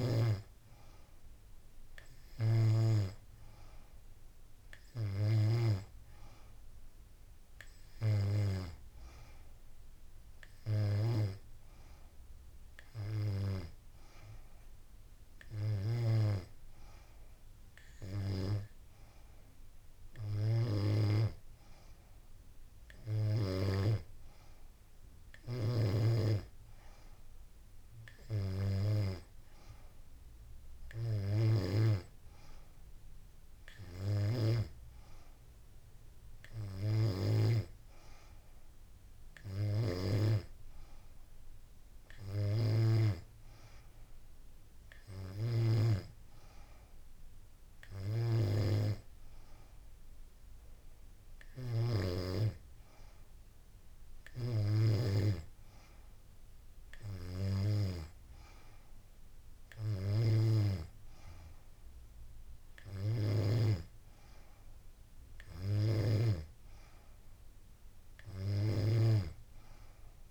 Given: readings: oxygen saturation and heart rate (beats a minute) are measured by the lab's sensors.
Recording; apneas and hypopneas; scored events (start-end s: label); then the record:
breathing in sleep by a room microphone; none
none scored
From the record:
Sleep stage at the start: N3 (deep sleep); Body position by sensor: on the back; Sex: female